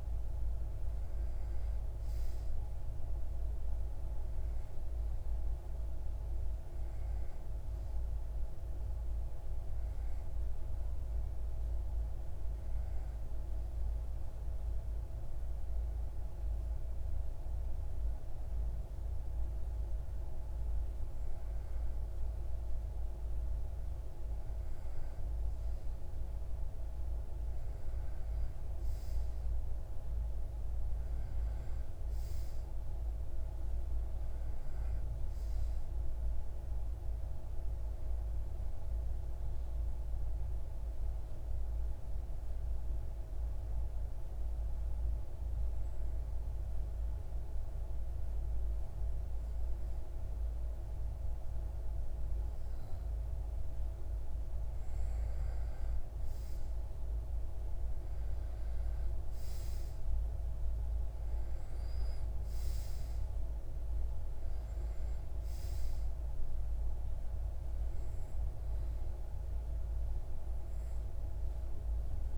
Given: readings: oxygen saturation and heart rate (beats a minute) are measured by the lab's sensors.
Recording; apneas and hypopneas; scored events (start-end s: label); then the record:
breathing in sleep, hard to hear, by a room microphone; 2
10.00-20.00 s: obstructive apnea (oxygen 94% before, 91% lowest)
24.50-28.50 s: arousal
36.50-53.00 s: obstructive apnea (oxygen 94% before, 91% lowest)
54.50-58.50 s: arousal
From the record:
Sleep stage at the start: N2 (light sleep); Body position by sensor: on the back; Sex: male